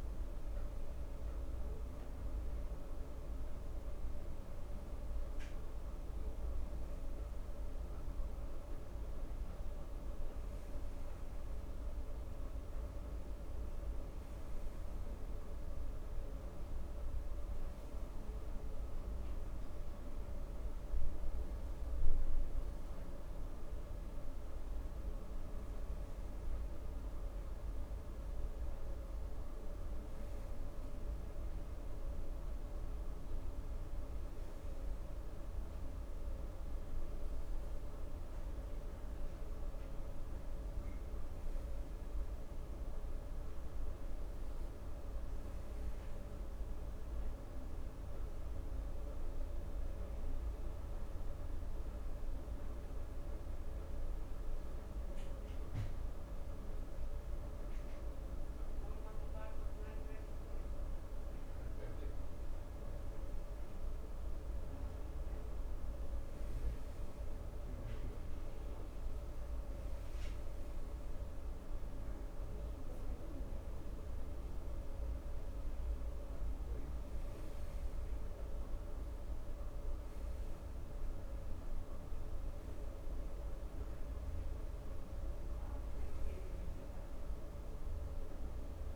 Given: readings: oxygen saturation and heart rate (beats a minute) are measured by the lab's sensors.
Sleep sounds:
breathing in sleep, hard to hear, by a room microphone; 1
49.50-62.00 s: obstructive apnea (oxygen 96% before, 93% lowest, heart rate 64 before, 64 extreme, up 3 after)
64.00-67.00 s: arousal
85.00-88.96 s: oxygen desaturation (device-marked, oxygen 96% before, 93% lowest, heart rate 67 before, 63 extreme)
From the record:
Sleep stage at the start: N2 (light sleep); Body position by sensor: on the back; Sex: male

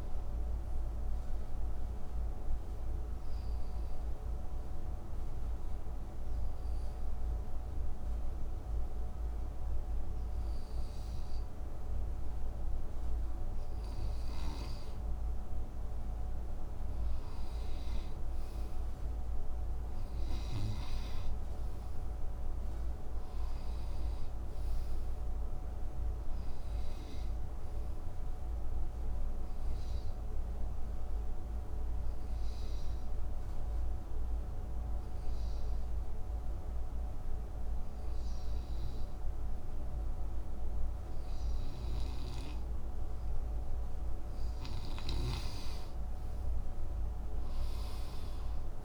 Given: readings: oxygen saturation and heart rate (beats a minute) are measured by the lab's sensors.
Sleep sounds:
breathing in sleep, hard to hear, by a room microphone; 2
0.00-9.00 s: oxygen desaturation (device-marked, oxygen 90% lowest, heart rate 57 extreme)
2.00-13.50 s: obstructive apnea (oxygen 94% before, 90% lowest, heart rate 87 before, 60 extreme, up 7 after)
15.00-18.50 s: arousal
17.00-33.00 s: oxygen desaturation (device-marked, oxygen 97% before, 91% lowest, heart rate 62 before, 60 extreme)
30.50-44.00 s: obstructive apnea (oxygen 97% before, 90% lowest, heart rate 64 before, 61 extreme, up 9 after)
46.00-48.85 s: arousal
From the record:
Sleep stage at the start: N2 (light sleep); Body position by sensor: on the right side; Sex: male

